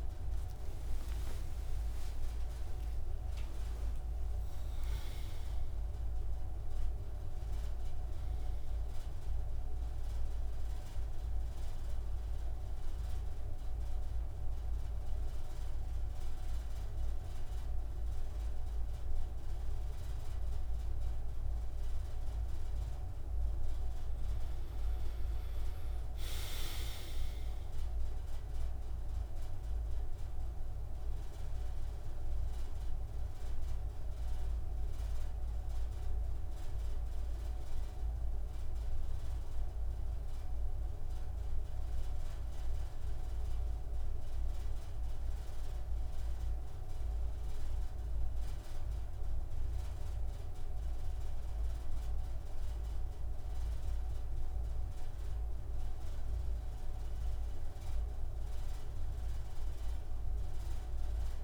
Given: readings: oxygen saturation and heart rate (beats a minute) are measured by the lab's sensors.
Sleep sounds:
a person partly awake in a sleep study, hard to hear, by a room microphone; none
2.00-32.00 s: new sleep stage, N1 (lightest sleep)
32.00-61.44 s: new sleep stage, N2 (light sleep)
From the record:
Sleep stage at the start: awake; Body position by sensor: on the right side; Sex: male

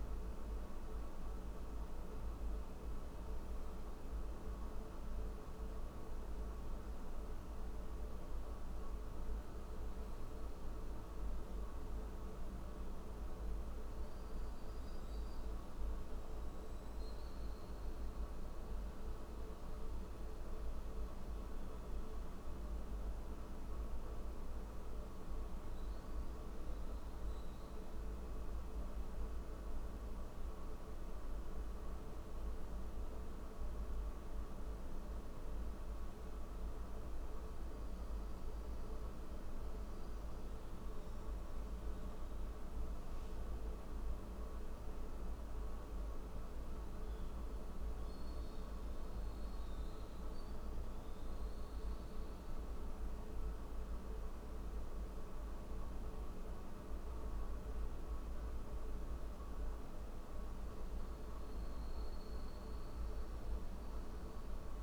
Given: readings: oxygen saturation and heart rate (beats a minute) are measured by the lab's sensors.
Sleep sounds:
breathing in sleep, hard to hear, by a room microphone; none
51.00-64.83 s: new sleep stage, N3 (deep sleep)
From the record:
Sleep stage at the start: N1 (lightest sleep); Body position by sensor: on the right side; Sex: male

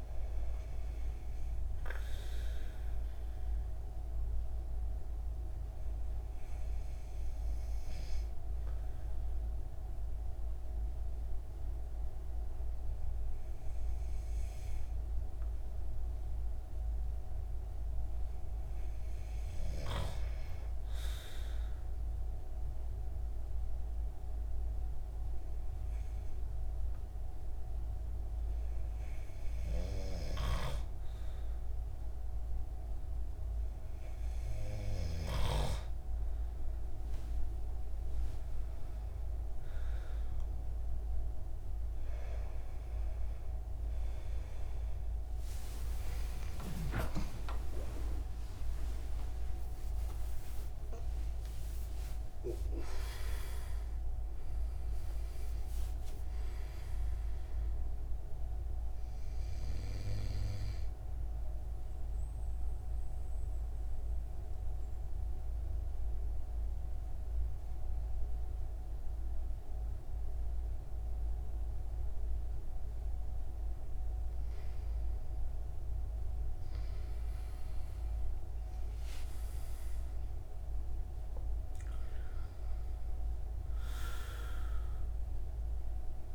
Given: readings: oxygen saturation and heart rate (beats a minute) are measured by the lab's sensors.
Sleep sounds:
breathing in sleep by a room microphone; 3
3.50-16.50 s: obstructive apnea (oxygen 97% before, 94% lowest, heart rate 82 before, 133 extreme, up 55 after)
18.50-22.00 s: arousal
24.50-36.50 s: hypopnea (oxygen 96% before, 94% lowest, heart rate 137 before, 75 extreme, up 17 after)
45.50-52.00 s: arousal
62.50-76.50 s: mixed apnea (oxygen 95% before, 94% lowest, heart rate 121 before, 39 extreme)
77.50-82.00 s: arousal
81.00-86.35 s: oxygen desaturation (device-marked, oxygen 97% before, 94% lowest, heart rate 99 before, 129 extreme)
From the record:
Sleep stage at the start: N2 (light sleep); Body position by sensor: on the back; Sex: male

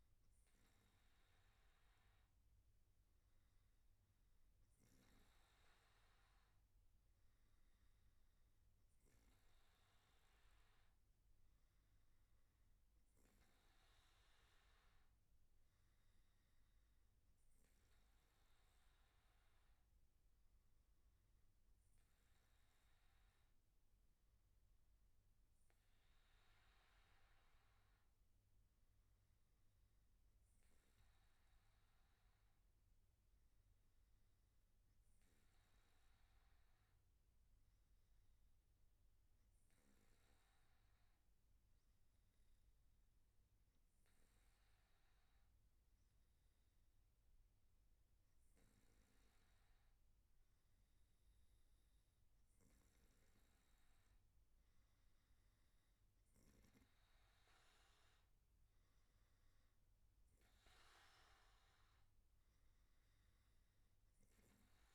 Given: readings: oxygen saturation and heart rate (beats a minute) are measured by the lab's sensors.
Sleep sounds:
breathing in sleep, hard to hear, by a room microphone; 1
34.50-51.00 s: obstructive apnea (oxygen 95% before, 94% lowest, heart rate 118 before, 107 extreme, up 2 after)
56.50-64.95 s: new sleep stage, N1 (lightest sleep)
From the record:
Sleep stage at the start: N3 (deep sleep); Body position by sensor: on the back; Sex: male

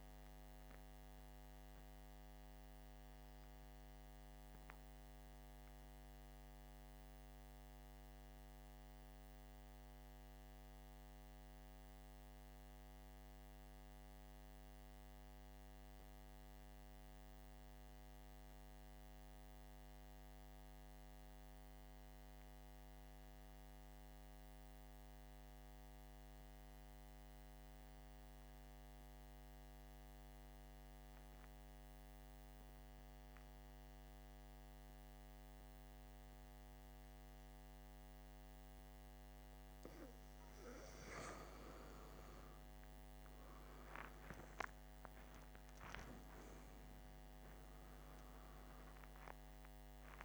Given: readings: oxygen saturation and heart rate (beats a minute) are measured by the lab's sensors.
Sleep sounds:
breathing in sleep, hard to hear, by a microphone on the trachea; 1
4.00-40.00 s: mixed apnea (oxygen 98% before, 89% lowest, heart rate 63 before, 49 extreme, up 15 after)
11.00-24.00 s: oxygen desaturation (device-marked, oxygen 97% before, 89% lowest, heart rate 60 before, 49 extreme)
45.00-49.00 s: arousal
From the record:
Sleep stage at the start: REM sleep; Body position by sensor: on the back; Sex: male

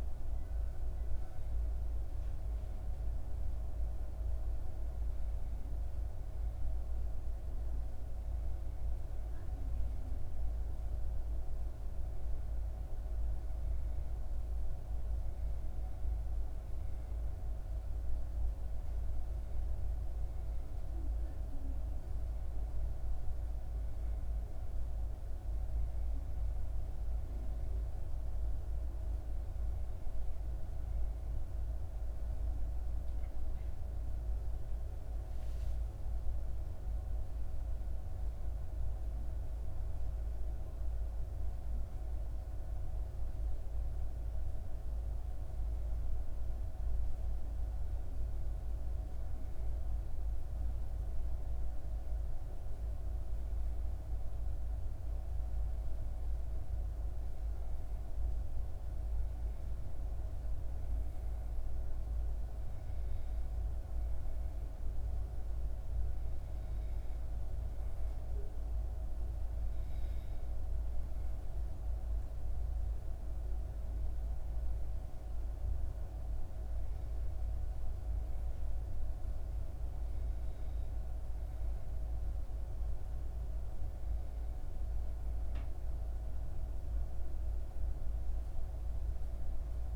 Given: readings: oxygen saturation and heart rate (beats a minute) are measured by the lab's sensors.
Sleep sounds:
breathing in sleep, hard to hear, by a room microphone; none
31.50-35.50 s: arousal
From the record:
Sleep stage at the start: N1 (lightest sleep); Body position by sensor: on the back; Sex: female

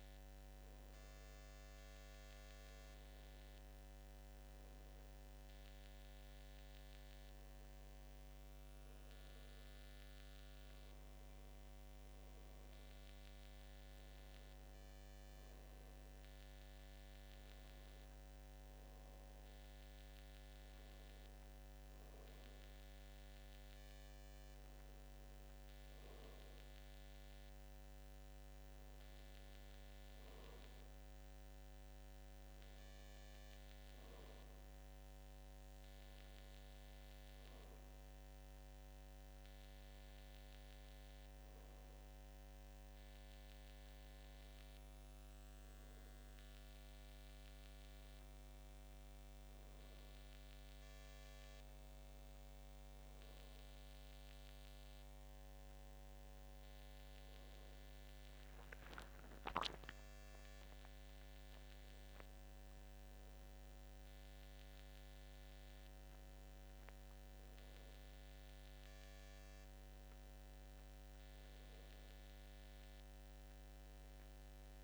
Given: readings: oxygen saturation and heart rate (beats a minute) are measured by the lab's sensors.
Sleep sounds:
breathing in sleep, hard to hear, by a microphone on the trachea; none
22.00-52.00 s: new sleep stage, N2 (light sleep)
52.00-74.84 s: new sleep stage, N1 (lightest sleep)
57.00-61.00 s: arousal
60.00-62.00 s: long interval between heartbeats (device-marked, heart rate 84 before, 102 extreme)
From the record:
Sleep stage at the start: N1 (lightest sleep); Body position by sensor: on the back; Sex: male

